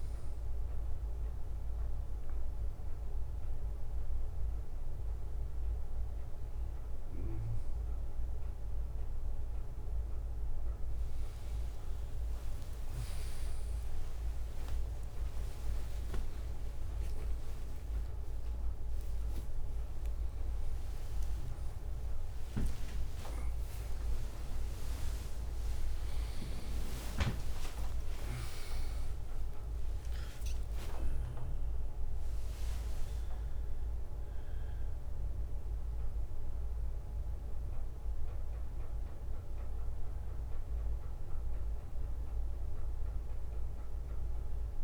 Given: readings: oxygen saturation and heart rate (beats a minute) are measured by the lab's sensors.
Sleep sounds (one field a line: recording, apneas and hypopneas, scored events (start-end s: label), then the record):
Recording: a person awake in a sleep study, by a room microphone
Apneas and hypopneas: none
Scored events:
22.50-24.50 s: long interval between heartbeats (device-marked, heart rate 71 before, 80 extreme)
25.00-28.00 s: drop in pulse transit time (device-marked, heart rate 73 before, 82 extreme)
26.50-28.50 s: long interval between heartbeats (device-marked, heart rate 73 before, 89 extreme)
27.00-29.00 s: tachycardia (device-marked, heart rate 70 before, 102 extreme)
30.00-32.00 s: long interval between heartbeats (device-marked, heart rate 78 before, 105 extreme)
30.00-44.00 s: drop in pulse transit time (device-marked, heart rate 78 before, 67 extreme)
From the record:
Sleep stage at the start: awake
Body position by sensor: on the right side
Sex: male